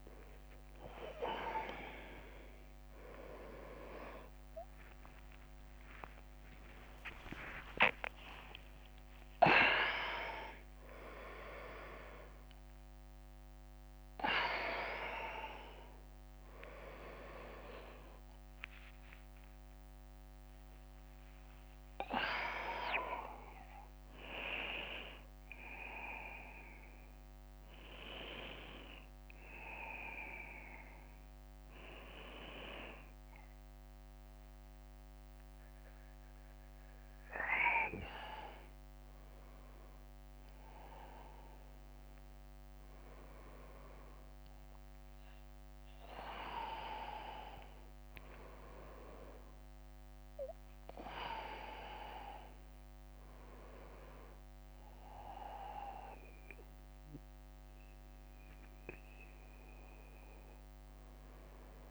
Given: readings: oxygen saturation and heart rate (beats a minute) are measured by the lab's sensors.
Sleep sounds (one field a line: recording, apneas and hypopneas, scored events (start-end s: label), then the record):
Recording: a person partly awake in a sleep study, by a microphone on the trachea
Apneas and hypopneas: none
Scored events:
0.50-9.50 s: tachycardia (device-marked, heart rate 61 before, 147 extreme)
1.50-3.50 s: long interval between heartbeats (device-marked, heart rate 59 before, 83 extreme)
4.00-6.00 s: long interval between heartbeats (device-marked, heart rate 62 before, 124 extreme)
7.50-9.50 s: long interval between heartbeats (device-marked, heart rate 78 before, 144 extreme)
7.50-12.50 s: oxygen desaturation (device-marked, oxygen 95% before, 92% lowest, heart rate 78 before, 66 extreme)
7.50-37.50 s: new sleep stage, awake
8.50-24.50 s: drop in pulse transit time (device-marked, heart rate 82 before, 78 extreme)
16.50-23.50 s: tachycardia (device-marked, heart rate 62 before, 140 extreme)
17.00-19.00 s: long interval between heartbeats (device-marked, heart rate 101 before, 89 extreme)
21.00-23.00 s: long interval between heartbeats (device-marked, heart rate 109 before, 133 extreme)
37.50-61.91 s: new sleep stage, N1 (lightest sleep)
48.00-50.00 s: long interval between heartbeats (device-marked, heart rate 68 before, 87 extreme)
51.50-54.50 s: leg movement (device-marked)
From the record:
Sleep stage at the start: N2 (light sleep)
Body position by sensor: on the right side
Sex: male